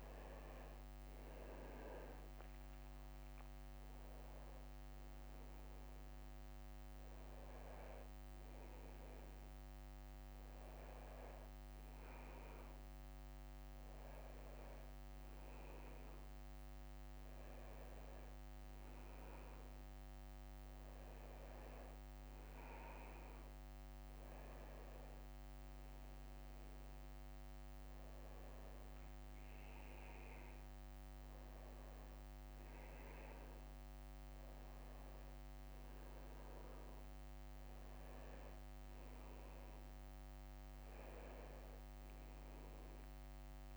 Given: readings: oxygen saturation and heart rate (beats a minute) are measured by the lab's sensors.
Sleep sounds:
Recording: a person awake in a sleep study, hard to hear, by a microphone on the trachea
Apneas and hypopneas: none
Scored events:
0.00-3.50 s: leg movement (device-marked)
12.00-14.50 s: leg movement (device-marked)
23.50-27.00 s: leg movement (device-marked)
34.50-36.50 s: leg movement (device-marked)
From the record:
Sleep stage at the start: awake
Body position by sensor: on the back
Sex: male

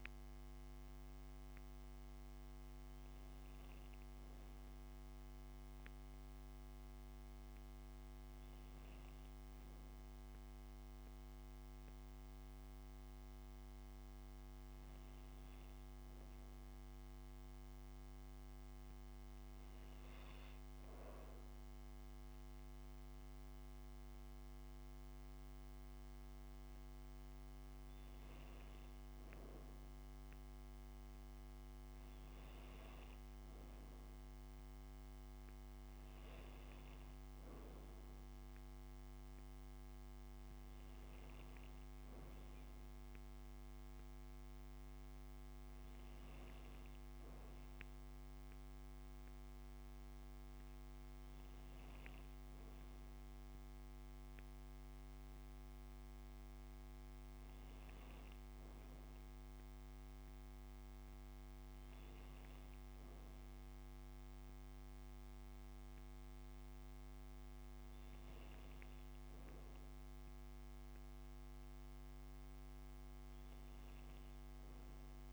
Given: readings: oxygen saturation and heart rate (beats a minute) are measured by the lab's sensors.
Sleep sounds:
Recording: breathing in sleep, hard to hear, by a microphone on the trachea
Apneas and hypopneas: 1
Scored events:
14.50-27.50 s: hypopnea (oxygen 96% before, 94% lowest)
29.50-33.50 s: arousal
From the record:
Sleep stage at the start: N2 (light sleep)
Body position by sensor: on the back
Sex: female

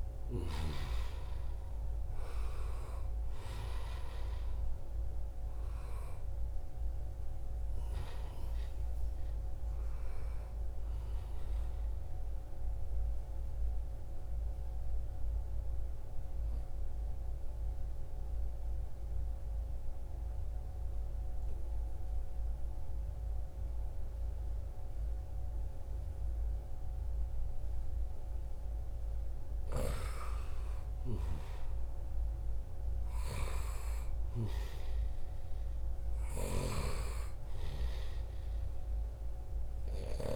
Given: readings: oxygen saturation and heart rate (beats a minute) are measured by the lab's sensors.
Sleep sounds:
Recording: breathing in sleep by a room microphone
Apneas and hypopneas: 1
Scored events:
0.00-19.50 s: oxygen desaturation (device-marked, oxygen 89% lowest, heart rate 69 extreme)
12.00-28.50 s: obstructive apnea (oxygen 96% before, 90% lowest, heart rate 75 before, 72 extreme, up 2 after)
29.00-40.00 s: snoring (device-marked)
30.50-35.50 s: arousal
From the record:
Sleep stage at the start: N2 (light sleep)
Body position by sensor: on the right side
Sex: male

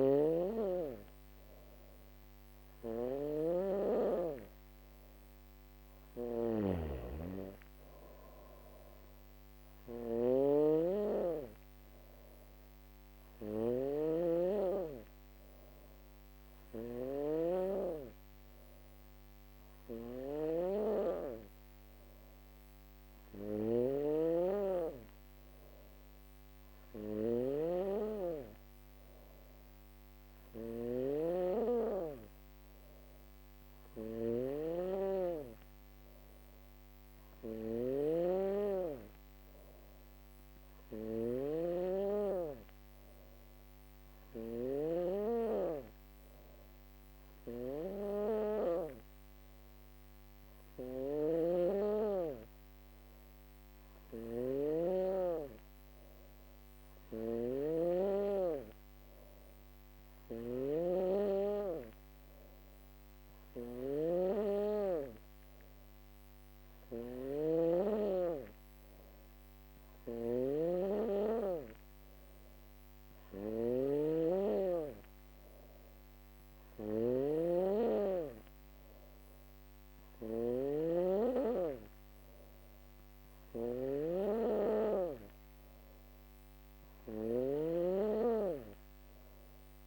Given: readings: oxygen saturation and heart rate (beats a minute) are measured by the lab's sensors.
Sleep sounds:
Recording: breathing in sleep by a microphone on the trachea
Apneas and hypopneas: none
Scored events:
0.00-11.00 s: drop in pulse transit time (device-marked, heart rate 61 extreme)
0.00-43.50 s: snoring (device-marked)
49.50-89.87 s: snoring (device-marked)
From the record:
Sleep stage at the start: N2 (light sleep)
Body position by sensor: on the back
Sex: female

